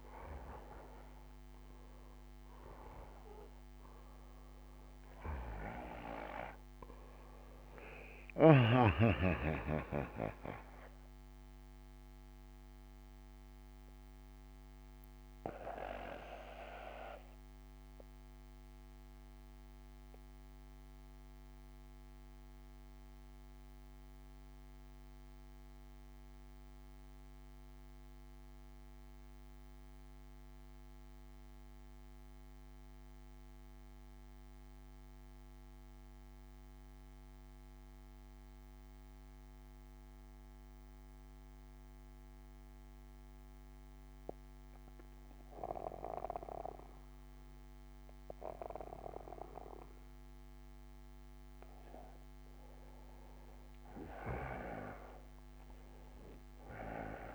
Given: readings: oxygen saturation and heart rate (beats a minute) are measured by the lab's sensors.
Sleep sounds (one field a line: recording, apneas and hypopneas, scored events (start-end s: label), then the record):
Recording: breathing in sleep by a microphone on the trachea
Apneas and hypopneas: 1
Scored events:
0.00-12.50 s: oxygen desaturation (device-marked, oxygen 90% lowest, heart rate 61 extreme)
15.50-50.00 s: mixed apnea (oxygen 96% before, 89% lowest, heart rate 67 before, 58 extreme, up 8 after)
48.50-57.35 s: oxygen desaturation (device-marked, oxygen 97% before, 89% lowest, heart rate 63 before, 58 extreme)
51.50-55.50 s: arousal
55.50-57.35 s: bradycardia (device-marked, heart rate 64 before, 61 extreme)
From the record:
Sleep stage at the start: N2 (light sleep)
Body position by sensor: on the back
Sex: male